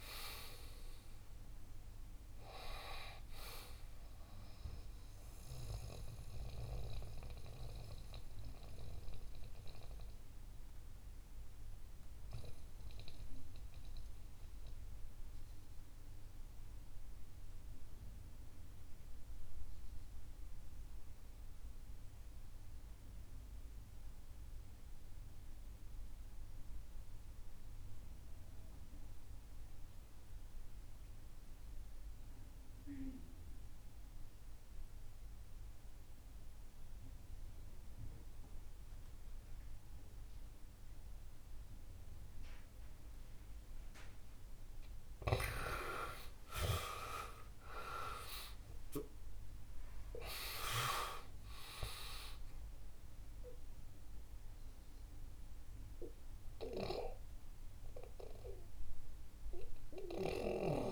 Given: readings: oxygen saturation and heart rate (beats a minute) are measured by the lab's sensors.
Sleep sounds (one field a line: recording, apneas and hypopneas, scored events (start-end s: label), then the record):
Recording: breathing in sleep by a room microphone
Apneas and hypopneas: 1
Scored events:
0.00-27.50 s: oxygen desaturation (device-marked, oxygen 79% lowest, heart rate 54 extreme)
6.00-43.50 s: mixed apnea (oxygen 95% before, 76% lowest, heart rate 74 before, 54 extreme, up 23 after)
38.50-60.92 s: oxygen desaturation (device-marked, oxygen 99% before, 76% lowest, heart rate 65 before, 56 extreme)
46.00-52.00 s: arousal
56.50-60.50 s: snoring (device-marked)
From the record:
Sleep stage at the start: REM sleep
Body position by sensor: on the back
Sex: male